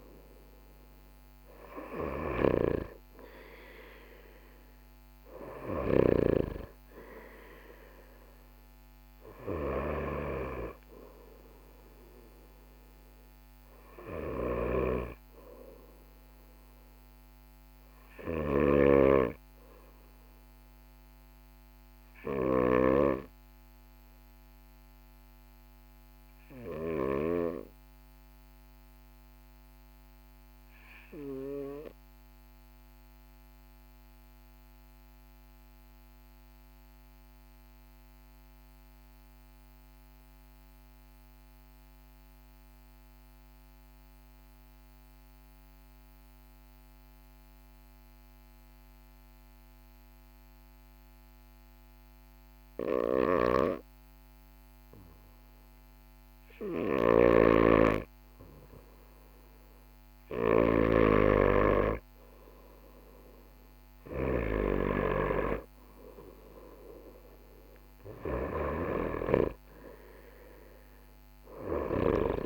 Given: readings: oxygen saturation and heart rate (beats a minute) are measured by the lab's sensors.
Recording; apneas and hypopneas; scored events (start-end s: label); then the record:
breathing in sleep by a microphone on the trachea; 1
5.00-22.50 s: snoring (device-marked)
29.50-54.50 s: obstructive apnea (oxygen 97% before, 94% lowest, heart rate 41 before, 41 extreme, up 2 after)
52.50-68.50 s: snoring (device-marked)
57.00-60.50 s: arousal
From the record:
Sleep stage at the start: N2 (light sleep); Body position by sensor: on the right side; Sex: male